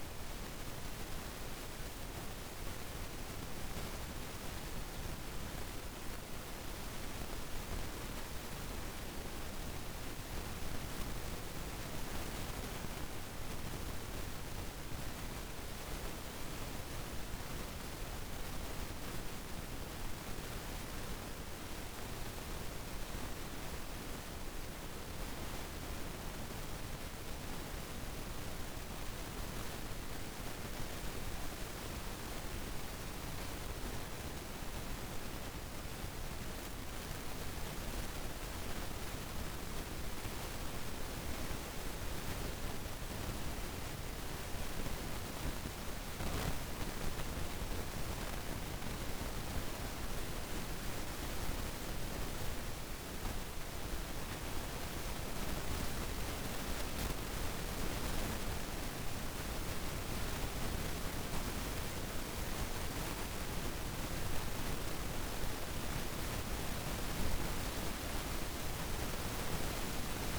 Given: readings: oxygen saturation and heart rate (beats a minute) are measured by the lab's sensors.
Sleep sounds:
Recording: breathing in sleep, hard to hear, by a room microphone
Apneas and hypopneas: none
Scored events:
none scored
From the record:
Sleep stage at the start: N2 (light sleep)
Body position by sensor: on the back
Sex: female

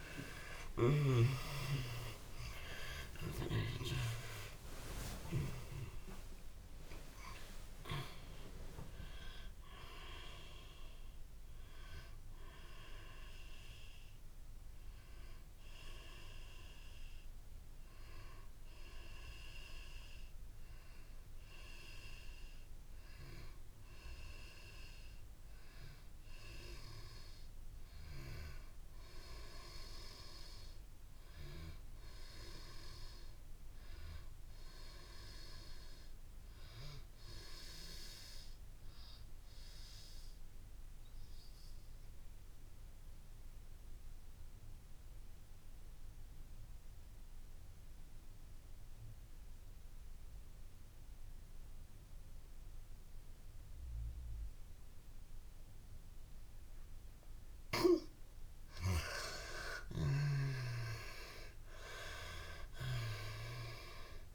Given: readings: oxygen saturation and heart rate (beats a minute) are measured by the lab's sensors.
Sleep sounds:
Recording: breathing in sleep by a room microphone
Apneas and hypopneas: 2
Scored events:
0.00-1.00 s: arousal
0.00-25.00 s: oxygen desaturation (device-marked, oxygen 68% lowest, heart rate 70 extreme)
13.50-26.00 s: hypopnea (oxygen 89% before, 68% lowest, heart rate 170 before, 70 extreme)
27.00-29.50 s: arousal
38.00-46.00 s: oxygen desaturation (device-marked, oxygen 98% before, 91% lowest, heart rate 118 before, 70 extreme)
38.50-57.00 s: obstructive apnea (oxygen 98% before, 74% lowest, heart rate 118 before, 70 extreme, up 7 after)
53.00-64.35 s: oxygen desaturation (device-marked, oxygen 92% before, 74% lowest, heart rate 87 before, 68 extreme)
59.00-62.00 s: arousal
From the record:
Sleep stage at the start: N2 (light sleep)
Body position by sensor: on the back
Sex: female

